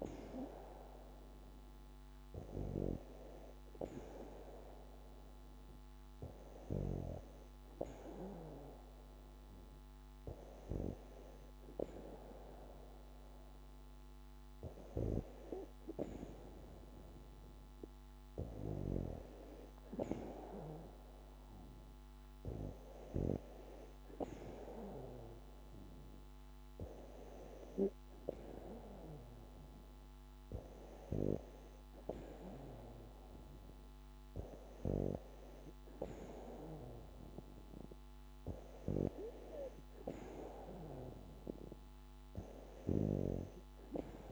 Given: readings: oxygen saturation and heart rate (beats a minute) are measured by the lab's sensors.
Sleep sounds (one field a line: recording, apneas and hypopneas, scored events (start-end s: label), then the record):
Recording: breathing in sleep by a microphone on the trachea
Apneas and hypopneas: none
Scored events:
none scored
From the record:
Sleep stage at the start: N2 (light sleep)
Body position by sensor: on the back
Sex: female